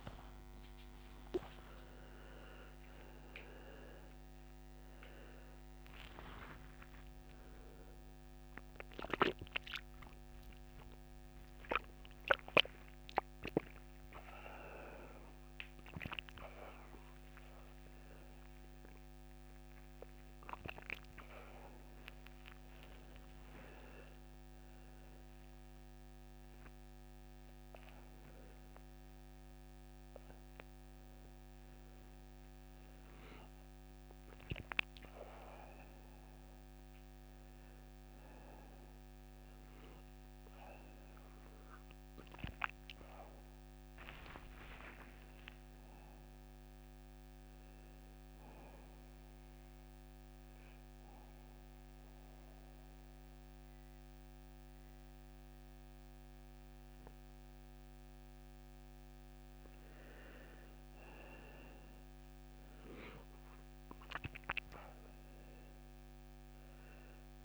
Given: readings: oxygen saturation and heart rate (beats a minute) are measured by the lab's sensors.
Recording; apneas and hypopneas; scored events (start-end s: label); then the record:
a person partly awake in a sleep study, by a microphone on the trachea; 1
25.00-36.00 s: oxygen desaturation (device-marked, oxygen 98% before, 94% lowest)
30.00-60.00 s: new sleep stage, N1 (lightest sleep)
49.50-60.00 s: obstructive apnea (oxygen 98% before, 88% lowest)
60.00-67.44 s: new sleep stage, N2 (light sleep)
60.50-65.00 s: arousal
63.00-67.44 s: oxygen desaturation (device-marked, oxygen 95% before, 88% lowest)
From the record:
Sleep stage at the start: awake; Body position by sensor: on the back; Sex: male